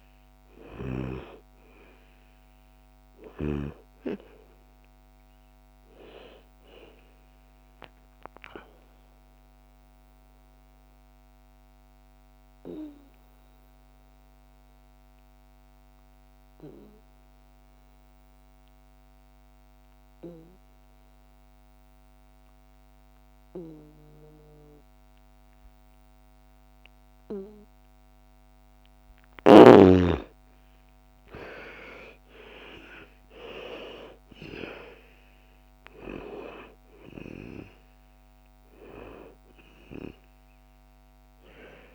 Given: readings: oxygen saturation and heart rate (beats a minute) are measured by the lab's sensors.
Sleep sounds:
breathing in sleep by a microphone on the trachea; 1
0.00-12.50 s: oxygen desaturation (device-marked, oxygen 84% lowest, heart rate 55 extreme)
8.00-28.50 s: obstructive apnea (oxygen 98% before, 83% lowest, heart rate 65 before, 55 extreme, up 14 after)
30.00-34.50 s: arousal
31.50-41.95 s: oxygen desaturation (device-marked, oxygen 98% before, 83% lowest, heart rate 57 before, 55 extreme)
From the record:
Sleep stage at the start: N2 (light sleep); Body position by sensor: on the back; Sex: female

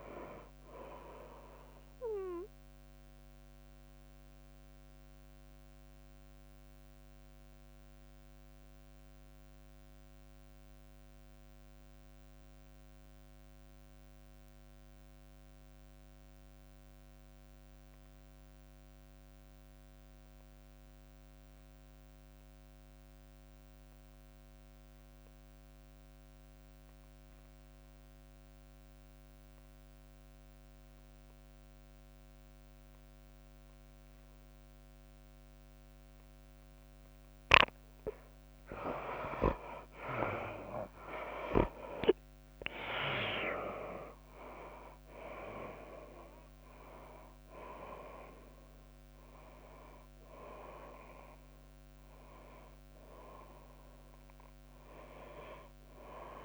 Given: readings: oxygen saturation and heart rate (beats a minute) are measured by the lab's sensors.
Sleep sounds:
breathing in sleep by a microphone on the trachea; 1
0.00-1.50 s: tachycardia (device-marked, heart rate 104 extreme)
0.00-6.50 s: oxygen desaturation (device-marked, oxygen 77% lowest, heart rate 75 extreme)
0.00-8.50 s: drop in pulse transit time (device-marked, heart rate 96 extreme)
3.50-38.00 s: obstructive apnea (oxygen 98% before, 66% lowest, heart rate 99 before, 67 extreme, up 37 after)
21.50-56.45 s: oxygen desaturation (device-marked, oxygen 97% before, 66% lowest, heart rate 97 before, 67 extreme)
41.50-56.45 s: tachycardia (device-marked, heart rate 98 before, 107 extreme)
43.50-56.45 s: drop in pulse transit time (device-marked, heart rate 79 before, 100 extreme)
44.50-48.50 s: arousal
From the record:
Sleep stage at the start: N2 (light sleep); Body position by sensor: on the right side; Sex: female

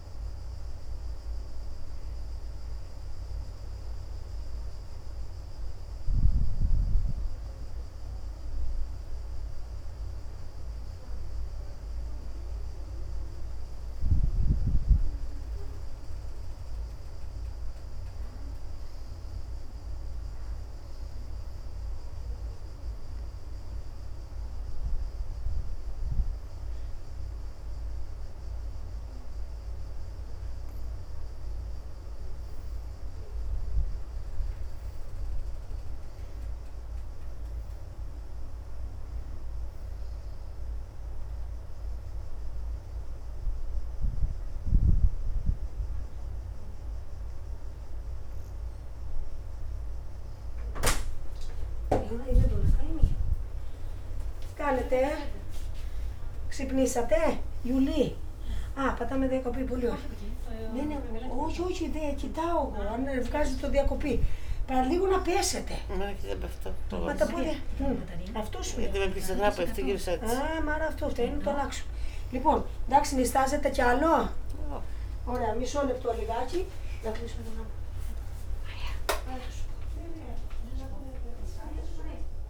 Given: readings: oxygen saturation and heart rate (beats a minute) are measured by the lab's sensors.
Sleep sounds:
breathing in sleep by a room microphone; 3
0.00-18.50 s: oxygen desaturation (device-marked, oxygen 80% lowest, heart rate 72 extreme)
1.00-11.50 s: hypopnea (oxygen 92% before, 80% lowest, heart rate 76 before, 72 extreme, up 4 after)
14.00-18.00 s: arousal
21.00-31.50 s: obstructive apnea (oxygen 92% before, 80% lowest, heart rate 76 before, 72 extreme, up 5 after)
24.50-36.50 s: oxygen desaturation (device-marked, oxygen 90% before, 82% lowest, heart rate 76 before, 72 extreme)
34.00-36.50 s: arousal
40.50-50.50 s: obstructive apnea (oxygen 90% before, 80% lowest, heart rate 77 before, 72 extreme, up 4 after)
49.50-62.50 s: oxygen desaturation (device-marked, oxygen 88% before, 80% lowest, heart rate 77 before, 75 extreme)
66.50-82.50 s: new sleep stage, awake
73.50-82.50 s: oxygen desaturation (device-marked, oxygen 89% before, 81% lowest)
From the record:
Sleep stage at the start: N1 (lightest sleep); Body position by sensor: on the right side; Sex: female

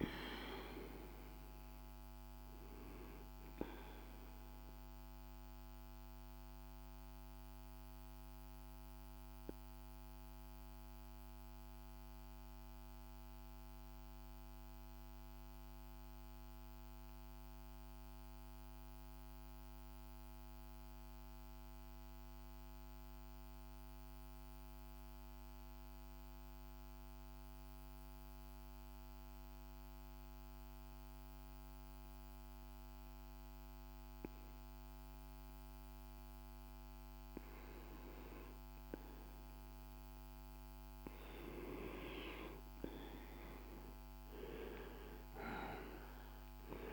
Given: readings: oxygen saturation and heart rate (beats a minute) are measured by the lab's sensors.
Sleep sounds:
breathing in sleep by a microphone on the trachea; 1
0.00-14.00 s: oxygen desaturation (device-marked, oxygen 88% lowest, heart rate 28 extreme)
4.50-40.50 s: mixed apnea (oxygen 98% before, 88% lowest, heart rate 44 before, 38 extreme, up 0 after)
31.00-46.93 s: oxygen desaturation (device-marked, oxygen 99% before, 89% lowest, heart rate 48 before, 38 extreme)
43.00-46.50 s: arousal
From the record:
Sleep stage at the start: N2 (light sleep); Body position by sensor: on the back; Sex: male

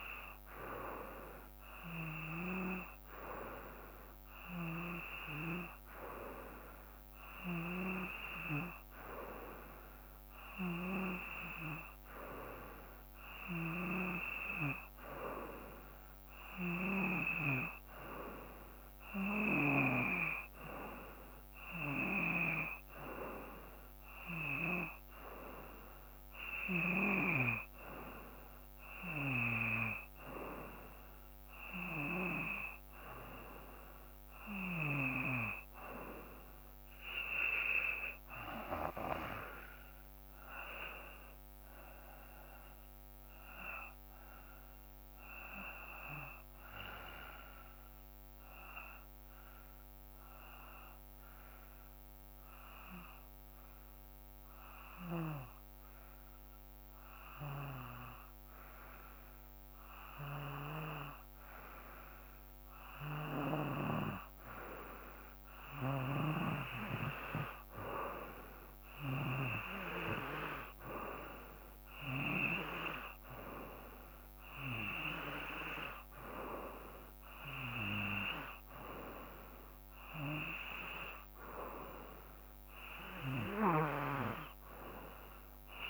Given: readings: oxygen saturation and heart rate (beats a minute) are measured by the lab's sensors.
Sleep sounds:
breathing in sleep by a microphone on the trachea; 1
14.00-20.50 s: snoring (device-marked)
29.50-35.50 s: snoring (device-marked)
35.50-51.50 s: drop in pulse transit time (device-marked, heart rate 59 before, 57 extreme)
44.50-48.00 s: arousal
50.00-63.50 s: hypopnea (oxygen 95% before, 90% lowest, heart rate 58 before, 56 extreme, up 5 after)
61.50-85.50 s: oxygen desaturation (device-marked, oxygen 95% before, 90% lowest, heart rate 58 before, 57 extreme)
66.50-70.50 s: arousal
From the record:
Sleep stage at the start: N2 (light sleep); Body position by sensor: on the back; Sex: male

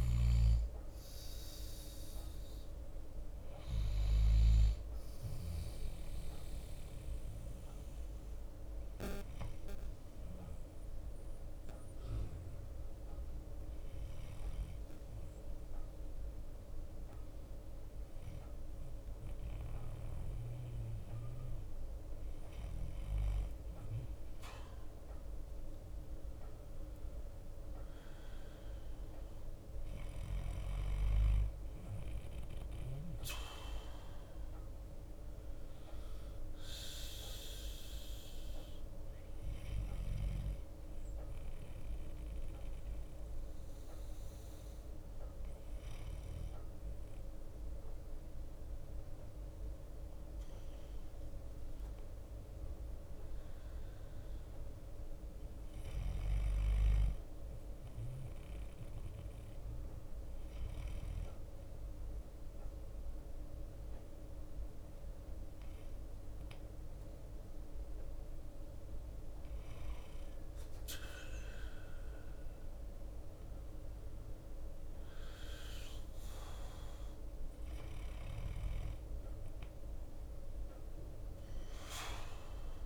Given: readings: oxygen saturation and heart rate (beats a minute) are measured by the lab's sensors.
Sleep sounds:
breathing in sleep, hard to hear, by a room microphone; 2
0.00-82.86 s: bradycardia (device-marked)
6.50-18.50 s: obstructive apnea (oxygen 93% before, 90% lowest, heart rate 54 before, 53 extreme, up 1 after)
25.00-29.50 s: arousal
42.00-55.50 s: hypopnea (oxygen 93% before, 91% lowest, heart rate 54 before, 52 extreme, up 4 after)
47.50-57.50 s: drop in pulse transit time (device-marked, heart rate 53 before, 52 extreme)
58.50-63.00 s: arousal
From the record:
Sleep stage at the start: N2 (light sleep); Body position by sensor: on the back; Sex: male

